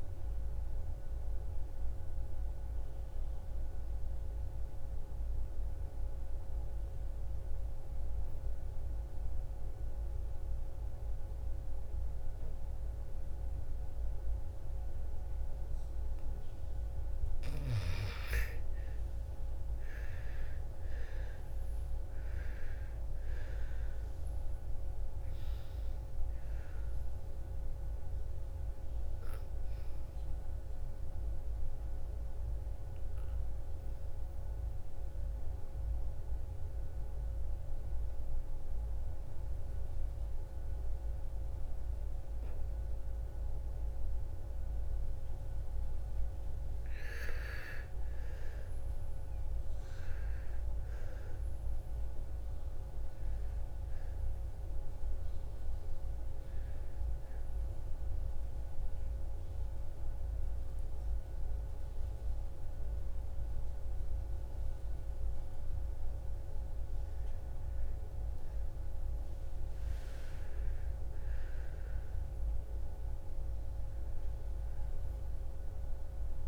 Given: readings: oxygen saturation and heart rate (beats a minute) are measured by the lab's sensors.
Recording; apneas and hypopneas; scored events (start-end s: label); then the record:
breathing in sleep, hard to hear, by a room microphone; 3
0.00-14.50 s: oxygen desaturation (device-marked, oxygen 86% lowest, heart rate 55 extreme)
0.50-15.50 s: obstructive apnea (oxygen 97% before, 85% lowest, heart rate 64 before, 55 extreme, up 8 after)
17.50-21.50 s: arousal
20.50-40.50 s: oxygen desaturation (device-marked, oxygen 98% before, 85% lowest, heart rate 57 before, 54 extreme)
30.00-45.00 s: obstructive apnea (oxygen 98% before, 85% lowest, heart rate 61 before, 54 extreme, up 11 after)
47.00-49.50 s: arousal
50.50-76.47 s: new sleep stage, REM sleep
52.50-68.50 s: oxygen desaturation (device-marked, oxygen 99% before, 89% lowest, heart rate 57 before, 55 extreme)
57.50-68.50 s: hypopnea (oxygen 99% before, 87% lowest, heart rate 59 before, 55 extreme, up 13 after)
71.00-75.00 s: arousal
From the record:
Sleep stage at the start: N2 (light sleep); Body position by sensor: on the back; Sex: female